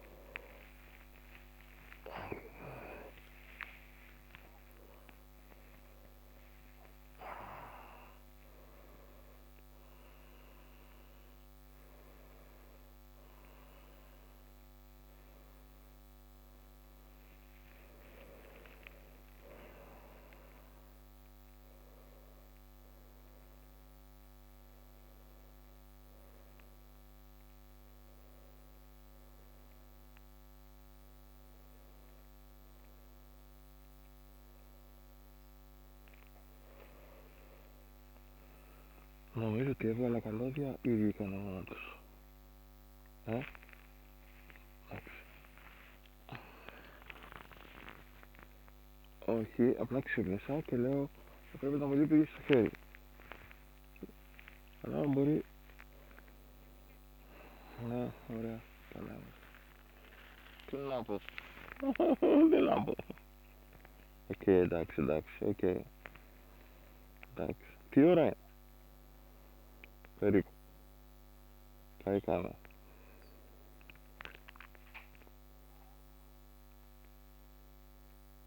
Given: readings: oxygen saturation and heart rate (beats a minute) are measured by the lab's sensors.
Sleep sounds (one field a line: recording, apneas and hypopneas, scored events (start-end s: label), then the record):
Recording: a person awake in a sleep study, by a microphone on the trachea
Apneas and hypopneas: none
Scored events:
0.00-16.50 s: oxygen desaturation (device-marked, oxygen 85% lowest)
54.50-68.00 s: snoring (device-marked)
76.50-78.47 s: new sleep stage, N1 (lightest sleep)
From the record:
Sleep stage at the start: awake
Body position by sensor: on the back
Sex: male